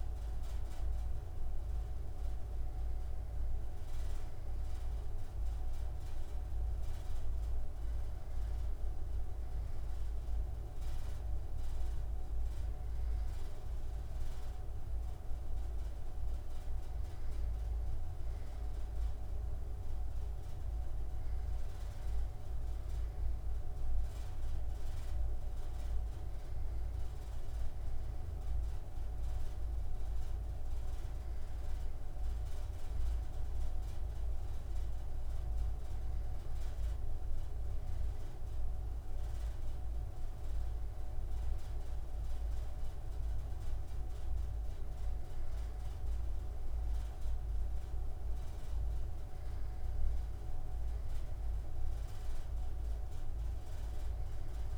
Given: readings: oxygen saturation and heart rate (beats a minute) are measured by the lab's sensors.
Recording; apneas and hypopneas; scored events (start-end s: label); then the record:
breathing in sleep, hard to hear, by a room microphone; none
none scored
From the record:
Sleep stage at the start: N2 (light sleep); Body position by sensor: on the right side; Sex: male